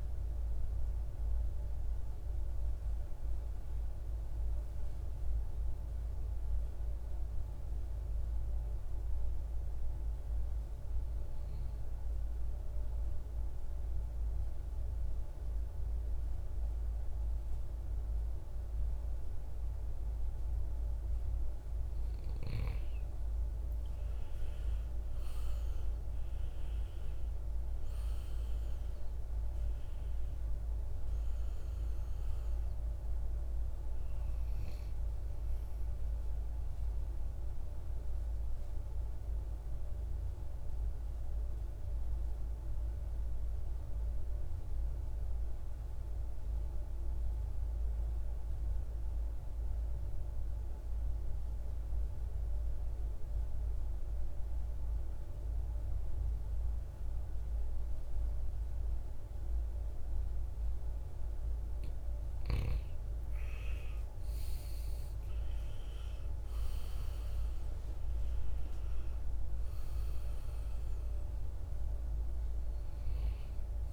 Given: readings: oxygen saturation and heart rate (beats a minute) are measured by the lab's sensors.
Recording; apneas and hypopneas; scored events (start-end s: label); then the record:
breathing in sleep, hard to hear, by a room microphone; 2
0.00-11.00 s: oxygen desaturation (device-marked, oxygen 85% lowest, heart rate 53 extreme)
2.50-21.00 s: hypopnea (oxygen 97% before, 85% lowest, heart rate 85 before, 53 extreme, up 13 after)
22.50-27.50 s: arousal
28.00-49.00 s: oxygen desaturation (device-marked, oxygen 98% before, 90% lowest, heart rate 57 before, 53 extreme)
40.00-61.50 s: mixed apnea (oxygen 99% before, 88% lowest, heart rate 61 before, 53 extreme, up 15 after)
63.50-67.50 s: arousal
65.00-73.93 s: oxygen desaturation (device-marked, oxygen 98% before, 91% lowest, heart rate 56 before, 53 extreme)
From the record:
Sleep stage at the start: N2 (light sleep); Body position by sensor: on the right side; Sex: male